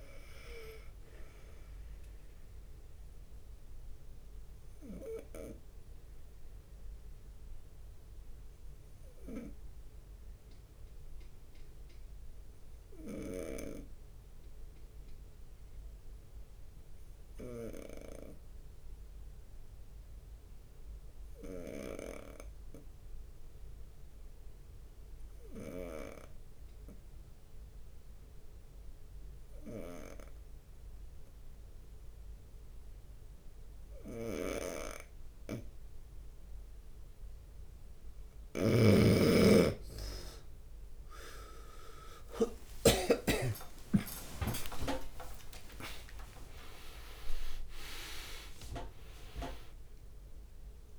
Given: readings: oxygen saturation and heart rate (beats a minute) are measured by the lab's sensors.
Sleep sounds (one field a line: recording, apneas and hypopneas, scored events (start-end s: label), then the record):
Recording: a person partly awake in a sleep study, by a room microphone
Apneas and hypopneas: 1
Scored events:
0.00-14.00 s: oxygen desaturation (device-marked, oxygen 92% lowest)
0.00-42.00 s: bradycardia (device-marked)
6.00-8.00 s: long interval between heartbeats (device-marked)
7.50-8.50 s: leg movement (device-marked)
7.50-38.00 s: obstructive apnea (oxygen 96% before, 90% lowest)
27.00-32.00 s: leg movement (device-marked)
33.00-50.98 s: oxygen desaturation (device-marked, oxygen 98% before, 90% lowest)
35.00-50.98 s: new sleep stage, awake
38.50-44.50 s: snoring (device-marked)
39.50-41.50 s: long interval between heartbeats (device-marked)
44.00-46.00 s: long interval between heartbeats (device-marked)
46.50-48.50 s: long interval between heartbeats (device-marked)
From the record:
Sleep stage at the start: N2 (light sleep)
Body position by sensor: on the right side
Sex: male